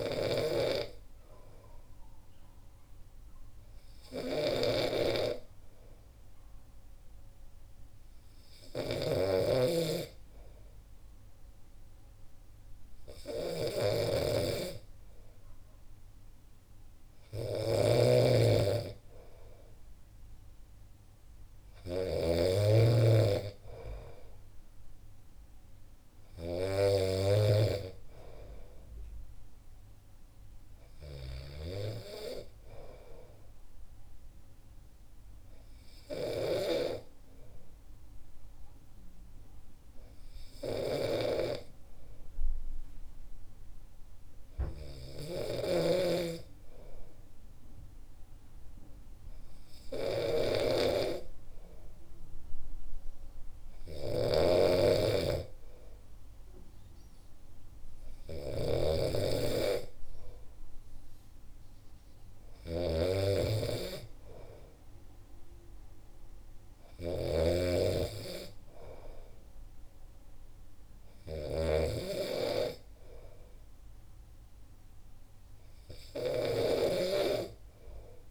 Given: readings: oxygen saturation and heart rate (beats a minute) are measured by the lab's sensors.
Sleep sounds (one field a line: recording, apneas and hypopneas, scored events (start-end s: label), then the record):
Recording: breathing in sleep by a room microphone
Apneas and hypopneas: none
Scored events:
0.00-22.50 s: snoring (device-marked)
54.00-78.31 s: snoring (device-marked)
From the record:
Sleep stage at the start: N2 (light sleep)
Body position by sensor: on the back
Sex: male